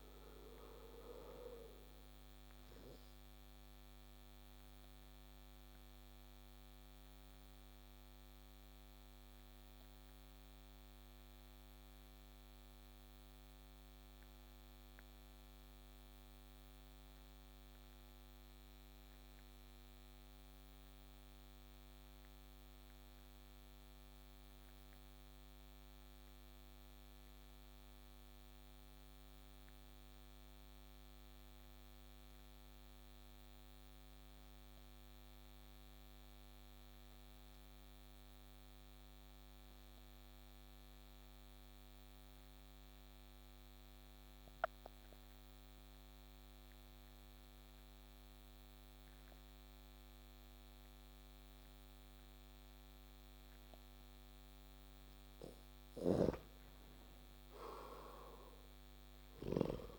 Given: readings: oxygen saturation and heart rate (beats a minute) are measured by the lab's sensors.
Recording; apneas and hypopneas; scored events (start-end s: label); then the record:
breathing in sleep by a microphone on the trachea; 1
0.00-28.00 s: oxygen desaturation (device-marked, oxygen 87% lowest)
0.50-55.00 s: obstructive apnea (oxygen 96% before, 87% lowest)
50.00-59.99 s: oxygen desaturation (device-marked, oxygen 97% before, 88% lowest)
56.50-59.99 s: arousal
From the record:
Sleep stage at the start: N2 (light sleep); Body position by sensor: on the back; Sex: male